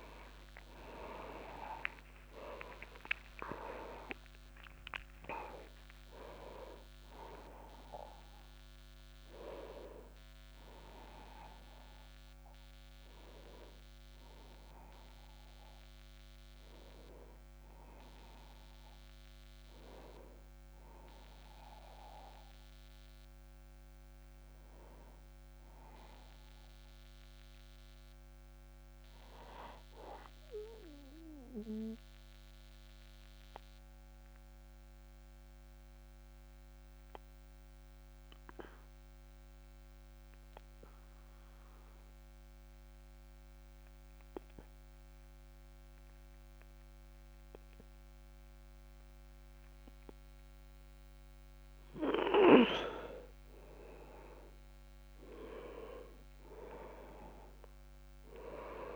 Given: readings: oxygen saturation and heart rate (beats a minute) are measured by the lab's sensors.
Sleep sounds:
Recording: breathing in sleep by a microphone on the trachea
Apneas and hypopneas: 1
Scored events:
0.00-26.50 s: oxygen desaturation (device-marked, oxygen 89% lowest)
29.50-51.50 s: obstructive apnea (oxygen 100% before, 93% lowest, heart rate 42 before, 46 extreme, up 40 after)
50.50-58.96 s: oxygen desaturation (device-marked, oxygen 99% before, 93% lowest)
54.50-58.50 s: arousal
From the record:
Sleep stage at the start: N2 (light sleep)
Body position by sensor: on the back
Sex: male

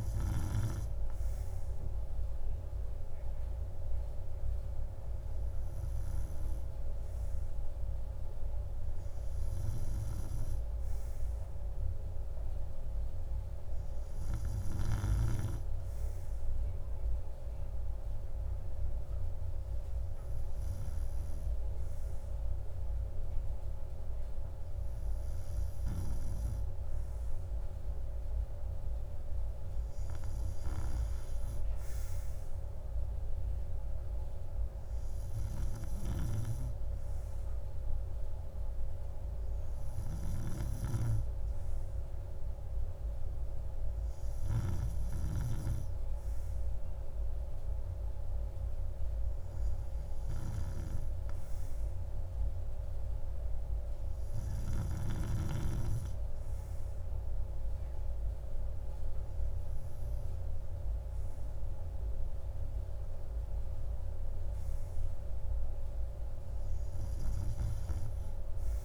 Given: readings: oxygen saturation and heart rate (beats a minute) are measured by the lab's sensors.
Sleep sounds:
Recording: breathing in sleep by a room microphone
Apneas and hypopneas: none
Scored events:
none scored
From the record:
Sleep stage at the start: N2 (light sleep)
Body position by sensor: on the right side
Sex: male

